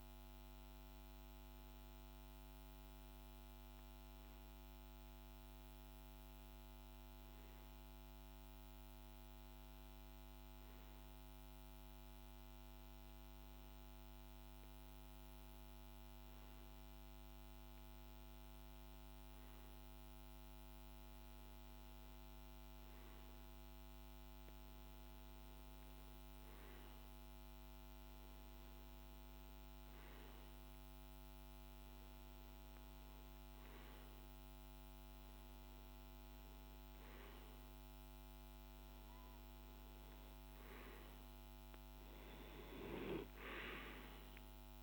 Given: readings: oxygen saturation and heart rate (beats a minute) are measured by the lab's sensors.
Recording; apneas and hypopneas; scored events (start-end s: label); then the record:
breathing in sleep, hard to hear, by a microphone on the trachea; none
0.00-25.00 s: oxygen desaturation (device-marked, oxygen 98% before, 93% lowest, heart rate 54 before, 52 extreme)
From the record:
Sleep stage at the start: REM sleep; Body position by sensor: on the back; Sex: male